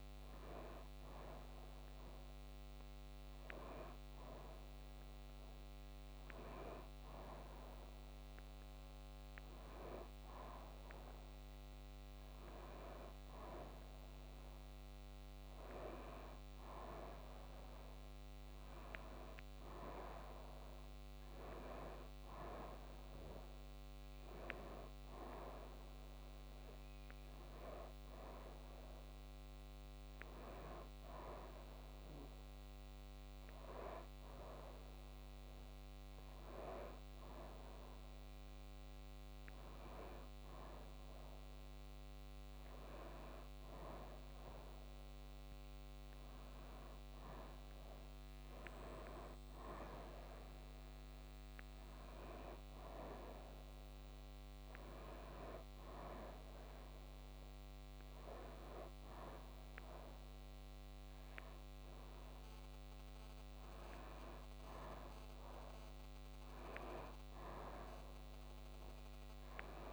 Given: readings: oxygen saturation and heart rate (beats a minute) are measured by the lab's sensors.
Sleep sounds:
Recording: breathing in sleep by a microphone on the trachea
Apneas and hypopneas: none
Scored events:
0.00-14.00 s: oxygen desaturation (device-marked, oxygen 89% lowest)
From the record:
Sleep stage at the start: N2 (light sleep)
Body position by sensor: on the back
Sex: female

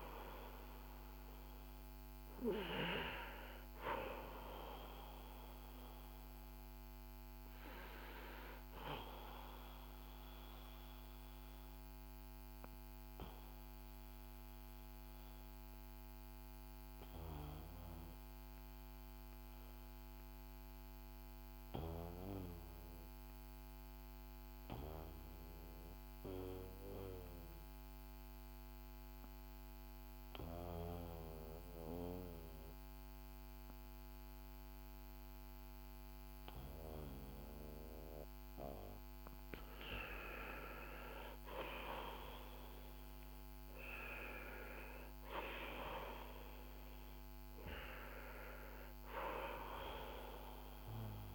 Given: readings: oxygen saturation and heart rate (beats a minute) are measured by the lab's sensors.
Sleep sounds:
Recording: breathing in sleep by a microphone on the trachea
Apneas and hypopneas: 1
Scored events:
8.50-38.50 s: obstructive apnea (oxygen 97% before, 90% lowest, heart rate 56 before, 47 extreme, up 8 after)
13.00-30.00 s: oxygen desaturation (device-marked, oxygen 94% before, 90% lowest, heart rate 55 before, 49 extreme)
40.50-46.00 s: arousal
45.00-51.35 s: oxygen desaturation (device-marked, oxygen 96% before, 90% lowest, heart rate 54 before, 47 extreme)
From the record:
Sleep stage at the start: N2 (light sleep)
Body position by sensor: on the back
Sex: male

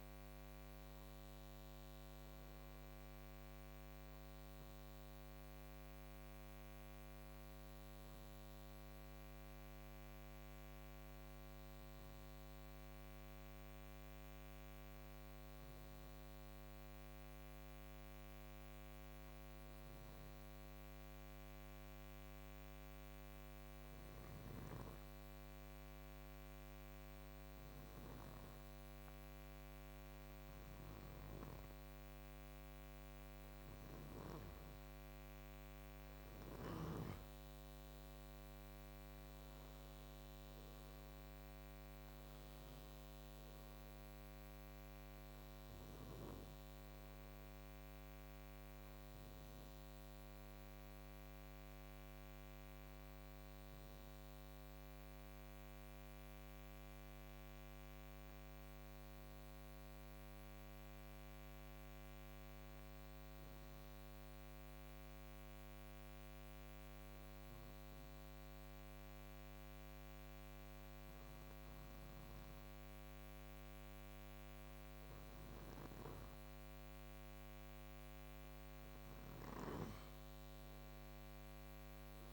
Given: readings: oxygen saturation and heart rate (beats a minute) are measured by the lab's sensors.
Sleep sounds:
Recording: breathing in sleep, hard to hear, by a microphone on the trachea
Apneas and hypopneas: 2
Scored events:
0.00-12.50 s: oxygen desaturation (device-marked, oxygen 91% lowest, heart rate 62 extreme)
7.00-34.00 s: obstructive apnea (oxygen 94% before, 89% lowest, heart rate 68 before, 59 extreme, up 5 after)
29.50-60.50 s: oxygen desaturation (device-marked, oxygen 96% before, 89% lowest, heart rate 65 before, 59 extreme)
38.00-42.00 s: arousal
48.50-77.50 s: obstructive apnea (oxygen 96% before, 89% lowest, heart rate 69 before, 59 extreme, up 4 after)
78.50-82.33 s: oxygen desaturation (device-marked, oxygen 96% before, 90% lowest, heart rate 66 before, 61 extreme)
79.00-82.33 s: snoring (device-marked)
80.50-82.33 s: arousal
From the record:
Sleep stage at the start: N2 (light sleep)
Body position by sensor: on the right side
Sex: male

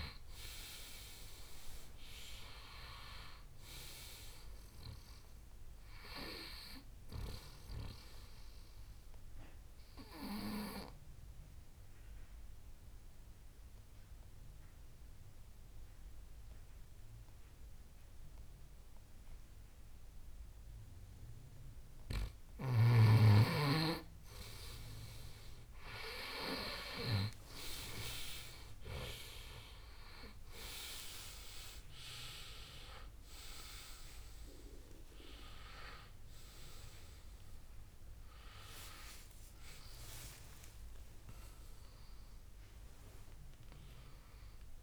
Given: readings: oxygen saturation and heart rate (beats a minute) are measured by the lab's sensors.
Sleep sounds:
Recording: breathing in sleep by a room microphone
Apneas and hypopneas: 1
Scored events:
10.00-22.00 s: obstructive apnea (oxygen 96% before, 94% lowest, heart rate 77 before, 70 extreme, up 11 after)
28.50-31.50 s: arousal
From the record:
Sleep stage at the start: N2 (light sleep)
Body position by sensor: on the right side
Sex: male

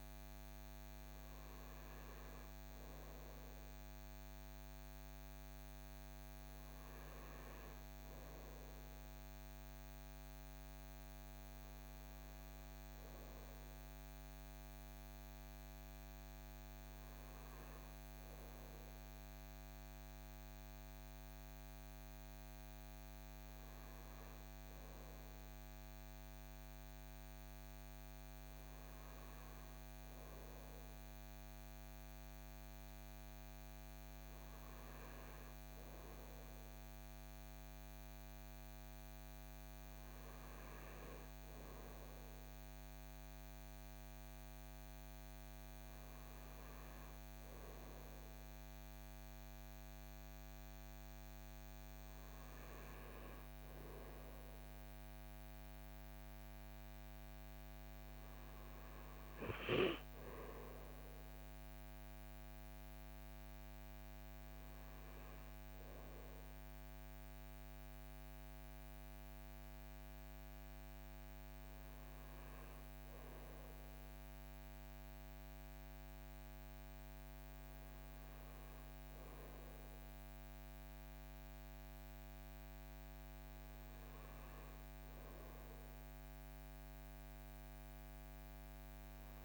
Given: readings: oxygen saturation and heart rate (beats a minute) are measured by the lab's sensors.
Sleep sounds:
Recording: breathing in sleep, hard to hear, by a microphone on the trachea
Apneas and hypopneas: none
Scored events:
none scored
From the record:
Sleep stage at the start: N2 (light sleep)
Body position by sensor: on the front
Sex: male

